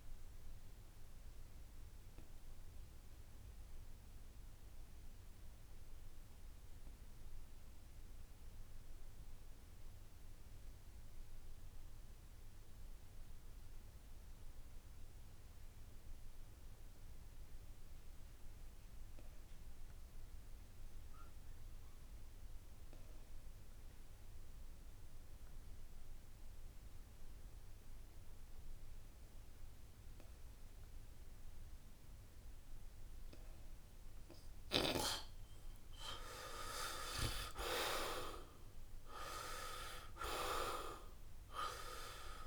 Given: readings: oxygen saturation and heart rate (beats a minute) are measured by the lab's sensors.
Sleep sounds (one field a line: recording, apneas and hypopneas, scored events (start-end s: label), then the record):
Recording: breathing in sleep by a room microphone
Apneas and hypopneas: 1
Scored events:
0.00-13.00 s: oxygen desaturation (device-marked, oxygen 79% lowest, heart rate 67 extreme)
1.00-33.50 s: obstructive apnea (oxygen 97% before, 75% lowest, heart rate 71 before, 67 extreme, up 10 after)
18.00-42.47 s: oxygen desaturation (device-marked, oxygen 96% before, 75% lowest, heart rate 68 before, 66 extreme)
22.00-24.00 s: long interval between heartbeats (device-marked, heart rate 68 before, 69 extreme)
36.50-39.50 s: arousal
From the record:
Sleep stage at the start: N2 (light sleep)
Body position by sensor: on the back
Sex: male